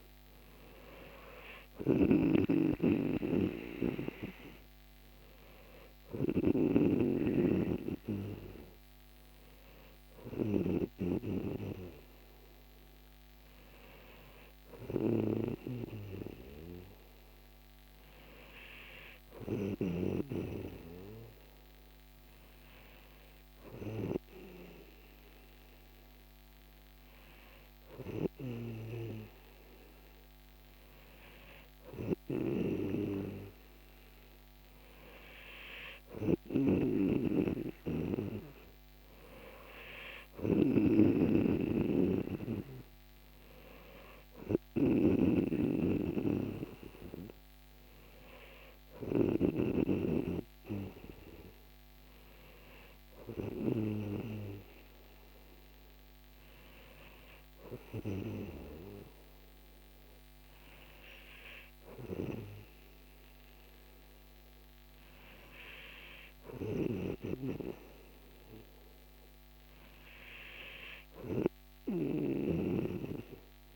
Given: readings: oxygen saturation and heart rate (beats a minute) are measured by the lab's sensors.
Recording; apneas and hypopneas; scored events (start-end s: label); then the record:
breathing in sleep by a microphone on the trachea; none
0.00-11.00 s: snoring (device-marked)
32.50-49.50 s: snoring (device-marked)
From the record:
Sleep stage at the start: N3 (deep sleep); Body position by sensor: on the back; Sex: male